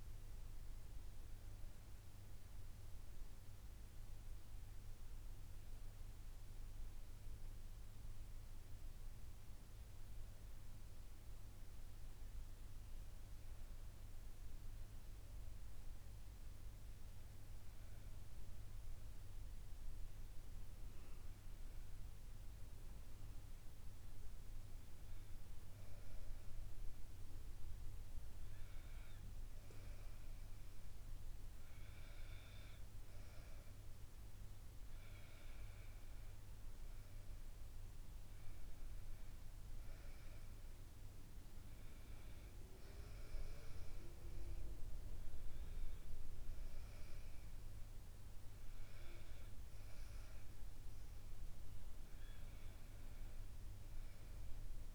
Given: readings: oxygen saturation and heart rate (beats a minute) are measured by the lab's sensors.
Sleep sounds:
breathing in sleep, hard to hear, by a room microphone; 1
22.50-35.00 s: obstructive apnea (oxygen 99% before, 94% lowest, heart rate 69 before, 70 extreme, up 0 after)
37.00-54.95 s: oxygen desaturation (device-marked, oxygen 97% before, 94% lowest, heart rate 70 before, 69 extreme)
From the record:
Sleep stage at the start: N1 (lightest sleep); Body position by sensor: on the back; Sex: female

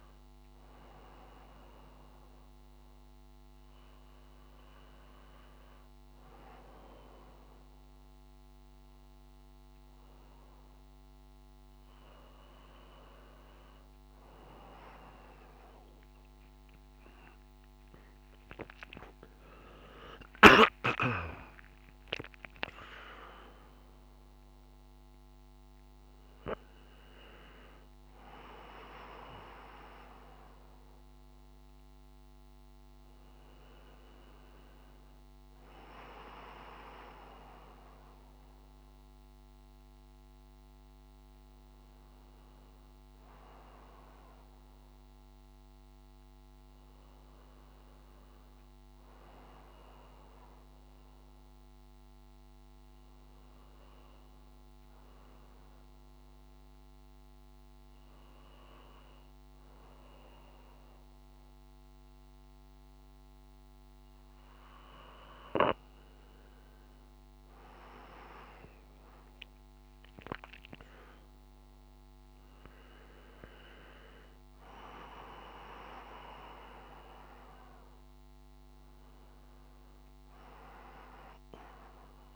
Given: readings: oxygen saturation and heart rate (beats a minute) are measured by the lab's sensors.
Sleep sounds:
breathing in sleep by a microphone on the trachea; none
16.50-20.50 s: arousal
From the record:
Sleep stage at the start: N1 (lightest sleep); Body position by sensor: on the front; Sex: male

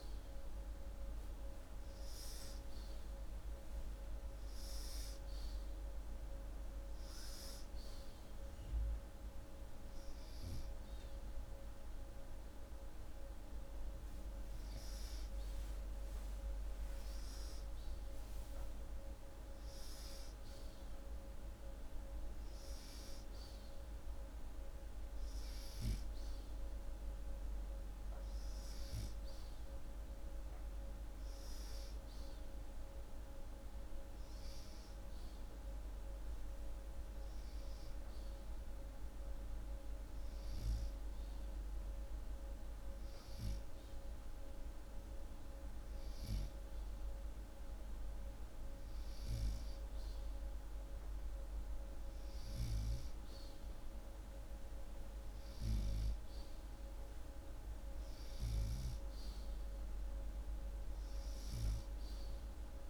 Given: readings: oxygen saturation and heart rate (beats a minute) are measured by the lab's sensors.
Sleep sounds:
breathing in sleep, hard to hear, by a room microphone; none
none scored
From the record:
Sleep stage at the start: N2 (light sleep); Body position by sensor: upright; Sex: male

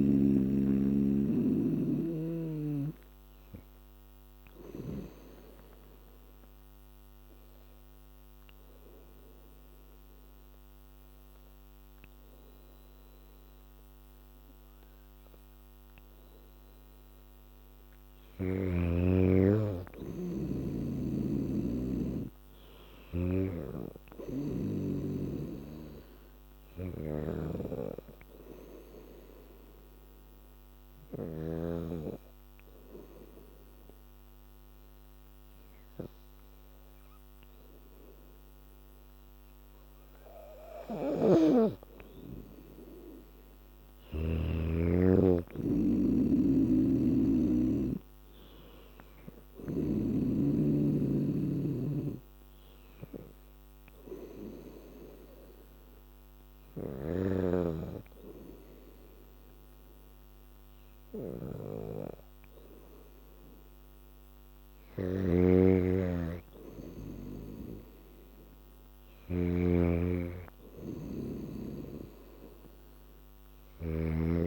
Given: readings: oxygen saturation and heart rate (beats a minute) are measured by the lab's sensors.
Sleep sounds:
breathing in sleep by a microphone on the trachea; 2
0.00-16.00 s: oxygen desaturation (device-marked, oxygen 92% lowest, heart rate 77 extreme)
5.00-17.00 s: obstructive apnea (oxygen 98% before, 92% lowest, heart rate 83 before, 79 extreme, up 1 after)
19.00-22.50 s: arousal
21.00-24.50 s: snoring (device-marked)
23.00-34.00 s: oxygen desaturation (device-marked, oxygen 99% before, 92% lowest, heart rate 82 before, 78 extreme)
26.50-31.50 s: snoring (device-marked)
29.00-41.00 s: obstructive apnea (oxygen 99% before, 92% lowest, heart rate 82 before, 78 extreme, up 2 after)
41.00-44.50 s: snoring (device-marked)
42.50-46.00 s: arousal
46.00-60.00 s: oxygen desaturation (device-marked, oxygen 98% before, 92% lowest, heart rate 83 before, 80 extreme)
46.50-50.00 s: snoring (device-marked)
65.00-74.00 s: snoring (device-marked)
71.00-74.00 s: arousal
From the record:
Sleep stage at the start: N2 (light sleep); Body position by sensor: on the back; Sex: female

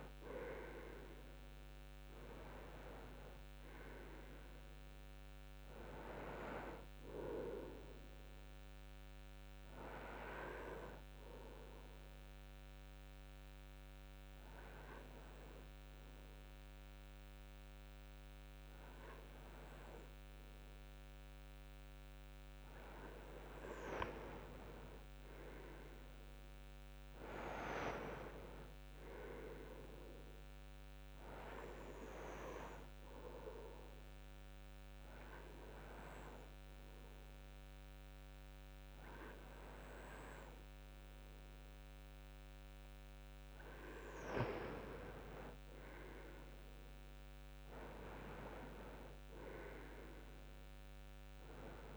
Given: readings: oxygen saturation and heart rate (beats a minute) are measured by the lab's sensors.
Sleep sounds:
breathing in sleep by a microphone on the trachea; 2
0.00-2.00 s: arousal
9.50-21.00 s: hypopnea (oxygen 95% before, 92% lowest, heart rate 74 before, 66 extreme, up 7 after)
23.00-27.00 s: arousal
31.00-43.00 s: hypopnea (oxygen 96% before, 92% lowest, heart rate 72 before, 64 extreme, up 10 after)
45.50-49.00 s: arousal
49.00-51.97 s: oxygen desaturation (device-marked, oxygen 95% before, 92% lowest, heart rate 71 before, 64 extreme)
From the record:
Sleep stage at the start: N2 (light sleep); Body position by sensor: on the back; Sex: male

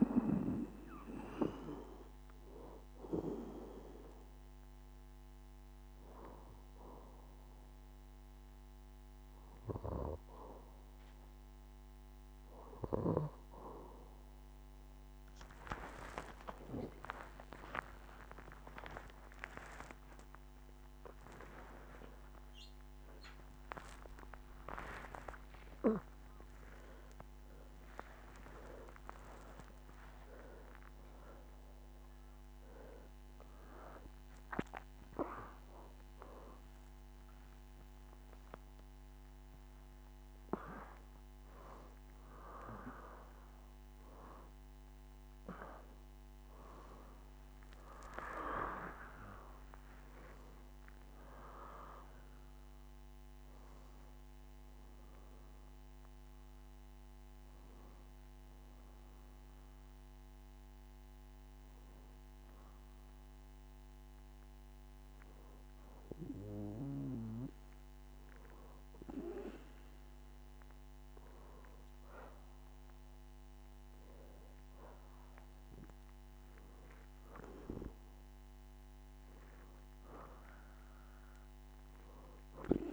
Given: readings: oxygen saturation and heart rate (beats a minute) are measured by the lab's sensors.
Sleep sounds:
a person partly awake in a sleep study, by a microphone on the trachea; none
2.00-25.00 s: oxygen desaturation (device-marked, oxygen 93% before, 90% lowest, heart rate 71 before, 65 extreme)
16.00-18.00 s: long interval between heartbeats (device-marked, heart rate 69 before, 94 extreme)
19.50-21.50 s: long interval between heartbeats (device-marked, heart rate 76 before, 163 extreme)
22.00-24.00 s: long interval between heartbeats (device-marked, heart rate 91 before, 149 extreme)
24.50-26.50 s: long interval between heartbeats (device-marked, heart rate 100 before, 120 extreme)
28.00-30.00 s: long interval between heartbeats (device-marked, heart rate 111 before, 118 extreme)
30.00-60.00 s: new sleep stage, awake
36.00-38.00 s: long interval between heartbeats (device-marked, heart rate 128 before, 100 extreme)
39.50-41.50 s: long interval between heartbeats (device-marked, heart rate 127 before, 127 extreme)
60.00-82.93 s: new sleep stage, N2 (light sleep)
80.00-82.93 s: oxygen desaturation (device-marked, oxygen 96% before, 92% lowest, heart rate 76 before, 74 extreme)
From the record:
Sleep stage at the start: N2 (light sleep); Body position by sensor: on the back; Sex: female

